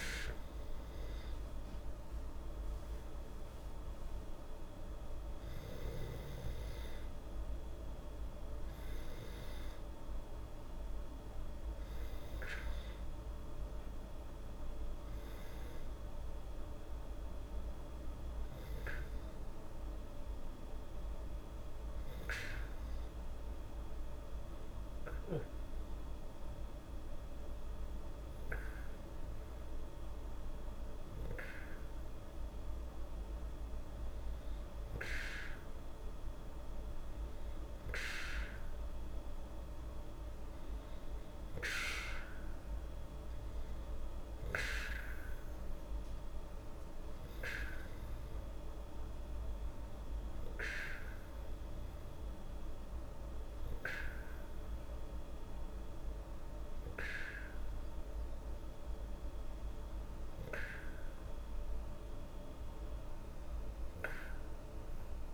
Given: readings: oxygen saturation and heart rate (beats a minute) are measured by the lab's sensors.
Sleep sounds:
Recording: breathing in sleep by a room microphone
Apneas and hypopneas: none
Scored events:
0.50-4.00 s: arousal
From the record:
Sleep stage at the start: N2 (light sleep)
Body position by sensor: on the back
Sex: female

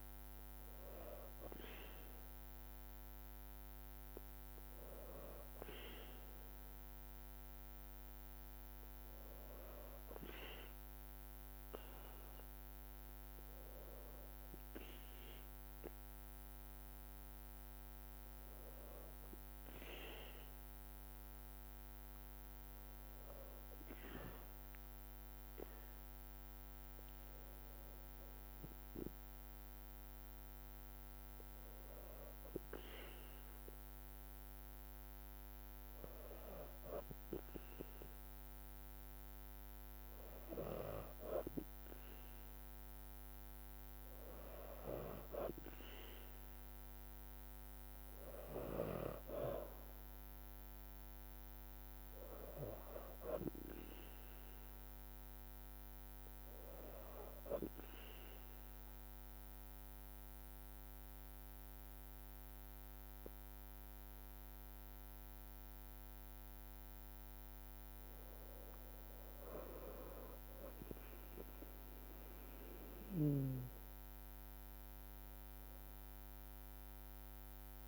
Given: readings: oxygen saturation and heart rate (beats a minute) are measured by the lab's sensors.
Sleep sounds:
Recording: breathing in sleep by a microphone on the trachea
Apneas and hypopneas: 2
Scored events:
24.50-37.00 s: hypopnea (oxygen 96% before, 94% lowest, heart rate 55 before, 52 extreme)
27.00-38.00 s: drop in pulse transit time (device-marked, heart rate 55 before, 53 extreme)
43.00-48.50 s: arousal
57.50-68.00 s: obstructive apnea (oxygen 96% before, 94% lowest, heart rate 53 before, 50 extreme, up 2 after)
60.00-77.88 s: new sleep stage, N1 (lightest sleep)
65.00-77.88 s: drop in pulse transit time (device-marked, heart rate 53 before, 50 extreme)
71.50-77.00 s: arousal
From the record:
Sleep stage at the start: N2 (light sleep)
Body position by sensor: on the back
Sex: female

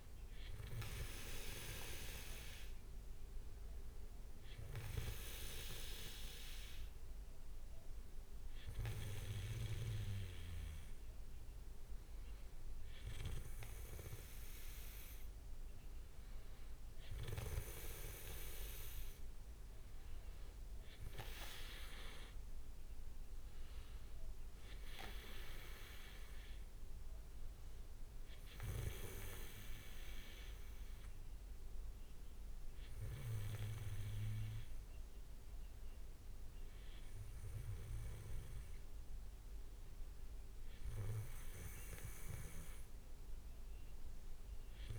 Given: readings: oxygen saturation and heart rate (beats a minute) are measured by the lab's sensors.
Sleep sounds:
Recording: breathing in sleep by a room microphone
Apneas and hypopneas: none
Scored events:
none scored
From the record:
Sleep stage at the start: N2 (light sleep)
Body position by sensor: on the back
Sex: male

